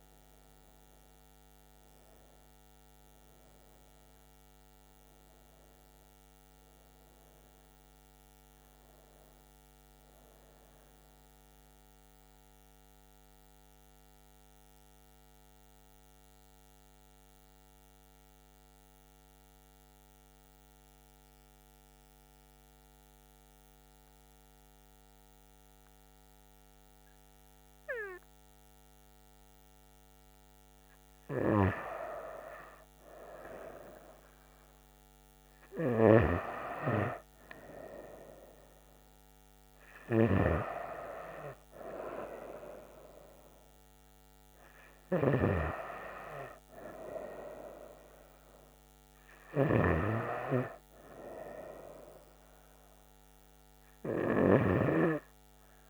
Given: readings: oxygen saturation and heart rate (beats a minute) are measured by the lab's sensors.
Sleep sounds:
breathing in sleep by a microphone on the trachea; 1
0.00-2.50 s: oxygen desaturation (device-marked, oxygen 91% lowest, heart rate 66 extreme)
11.00-26.50 s: central apnea (oxygen 98% before, 93% lowest, heart rate 78 before, 66 extreme, up 4 after)
29.00-33.50 s: arousal
From the record:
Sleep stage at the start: N2 (light sleep); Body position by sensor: on the back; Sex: female

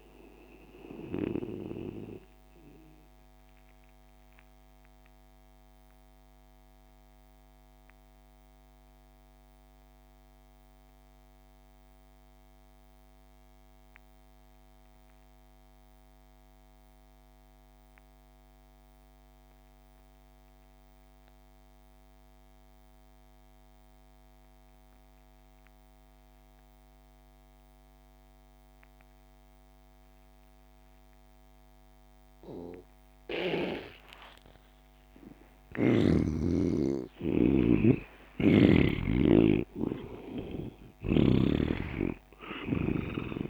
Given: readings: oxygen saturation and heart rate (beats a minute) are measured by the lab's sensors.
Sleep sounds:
breathing in sleep by a microphone on the trachea; 1
0.00-8.50 s: oxygen desaturation (device-marked, oxygen 79% lowest)
2.00-35.00 s: mixed apnea (oxygen 97% before, 79% lowest)
29.50-43.50 s: oxygen desaturation (device-marked, oxygen 98% before, 83% lowest)
37.00-42.00 s: arousal
40.50-43.50 s: snoring (device-marked)
From the record:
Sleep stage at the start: N2 (light sleep); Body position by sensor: on the back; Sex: male

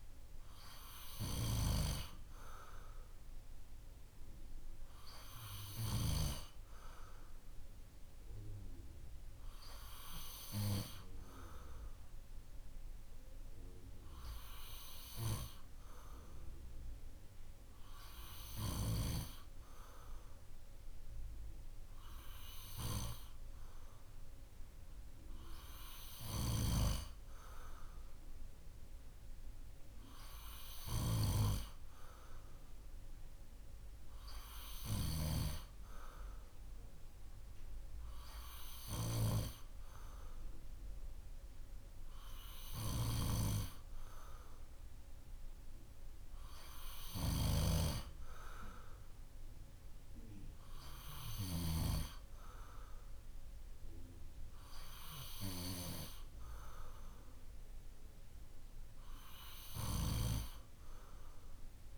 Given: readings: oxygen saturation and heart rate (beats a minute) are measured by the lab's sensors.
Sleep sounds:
breathing in sleep by a room microphone; none
none scored
From the record:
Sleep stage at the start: N2 (light sleep); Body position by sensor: on the back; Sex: male

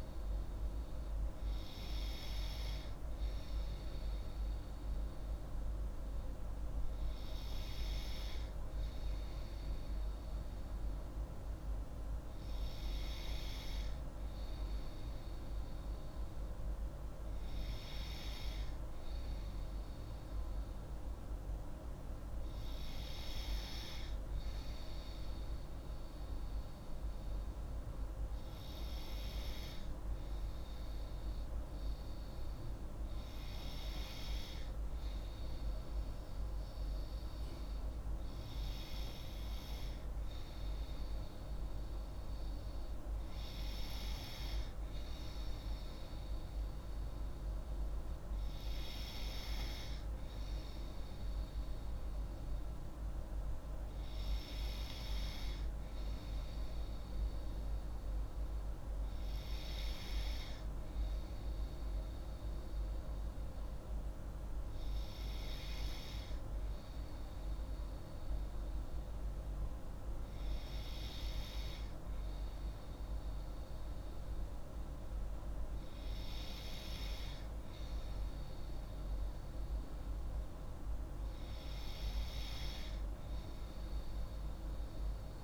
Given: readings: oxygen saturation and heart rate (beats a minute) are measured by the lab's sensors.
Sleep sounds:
breathing in sleep, hard to hear, by a room microphone; none
none scored
From the record:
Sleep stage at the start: N2 (light sleep); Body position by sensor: on the left side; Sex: female

